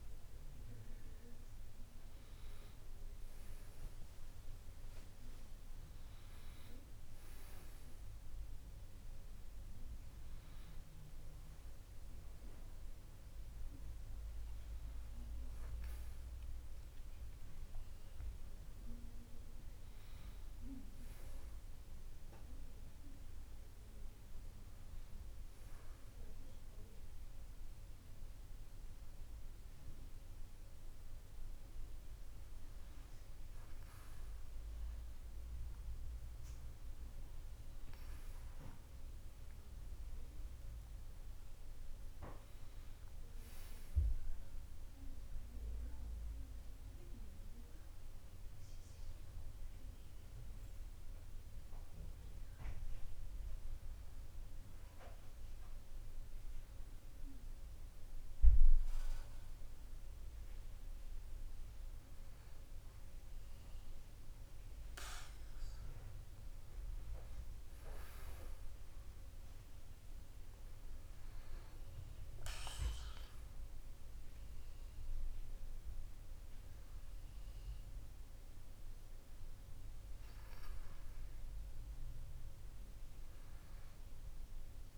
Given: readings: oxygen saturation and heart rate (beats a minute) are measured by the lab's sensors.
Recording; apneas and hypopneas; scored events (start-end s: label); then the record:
breathing in sleep, hard to hear, by a room microphone; 1
13.50-16.50 s: arousal
40.50-44.50 s: arousal
49.50-60.50 s: hypopnea (oxygen 96% before, 94% lowest, heart rate 60 before, 52 extreme, up 4 after)
63.00-66.00 s: arousal
70.00-84.98 s: new sleep stage, N2 (light sleep)
From the record:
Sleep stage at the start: N1 (lightest sleep); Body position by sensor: on the back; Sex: male